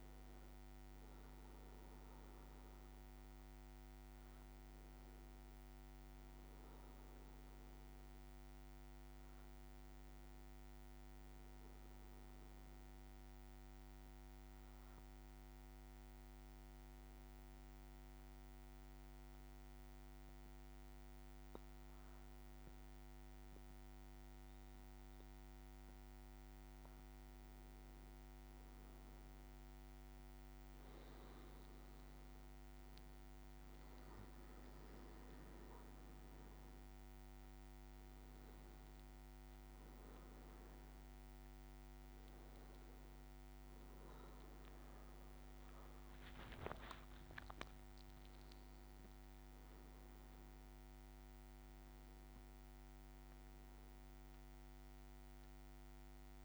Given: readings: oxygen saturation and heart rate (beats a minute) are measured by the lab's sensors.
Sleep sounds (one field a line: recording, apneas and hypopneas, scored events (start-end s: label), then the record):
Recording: breathing in sleep, hard to hear, by a microphone on the trachea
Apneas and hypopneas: 1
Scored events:
0.00-3.00 s: arousal
11.00-27.00 s: hypopnea (oxygen 97% before, 95% lowest, heart rate 56 before, 54 extreme, up 4 after)
41.50-46.00 s: arousal
From the record:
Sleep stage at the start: N1 (lightest sleep)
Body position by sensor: on the back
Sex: male